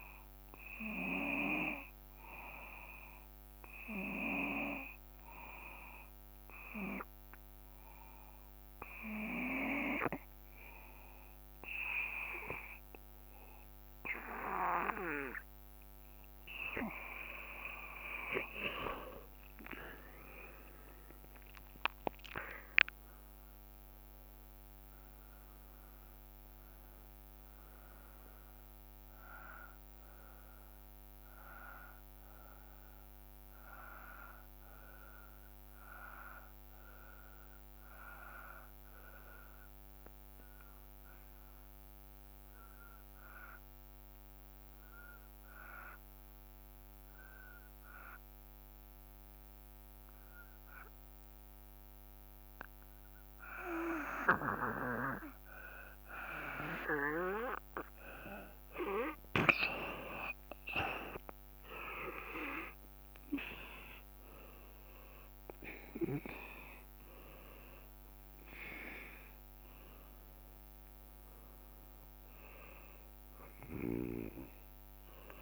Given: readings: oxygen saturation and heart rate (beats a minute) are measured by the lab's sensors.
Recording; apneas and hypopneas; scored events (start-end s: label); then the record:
breathing in sleep by a microphone on the trachea; 2
1.00-14.50 s: hypopnea (oxygen 95% before, 84% lowest, heart rate 57 before, 53 extreme, up 3 after)
18.50-23.00 s: arousal
19.50-31.50 s: drop in pulse transit time (device-marked, heart rate 57 before, 55 extreme)
37.00-53.00 s: obstructive apnea (oxygen 94% before, 84% lowest, heart rate 57 before, 54 extreme, up 4 after)
55.50-59.00 s: arousal
55.50-75.42 s: oxygen desaturation (device-marked, oxygen 96% before, 84% lowest, heart rate 55 before, 55 extreme)
From the record:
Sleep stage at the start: N2 (light sleep); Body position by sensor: on the back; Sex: male